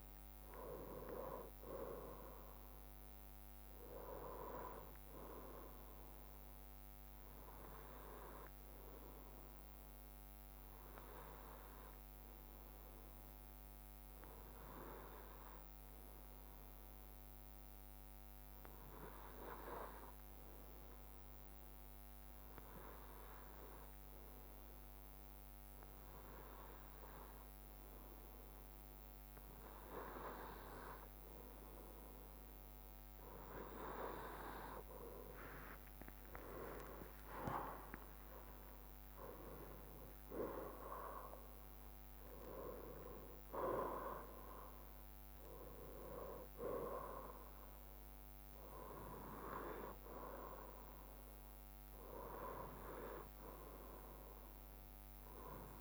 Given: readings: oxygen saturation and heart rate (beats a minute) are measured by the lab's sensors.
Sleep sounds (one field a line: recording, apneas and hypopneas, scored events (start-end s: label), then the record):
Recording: breathing in sleep by a microphone on the trachea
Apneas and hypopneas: 1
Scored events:
8.00-29.50 s: hypopnea (oxygen 96% before, 93% lowest, heart rate 65 before, 61 extreme, up 9 after)
33.50-38.50 s: arousal
36.50-38.50 s: long interval between heartbeats (device-marked, heart rate 63 before, 68 extreme)
From the record:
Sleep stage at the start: N2 (light sleep)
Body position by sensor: on the right side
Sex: male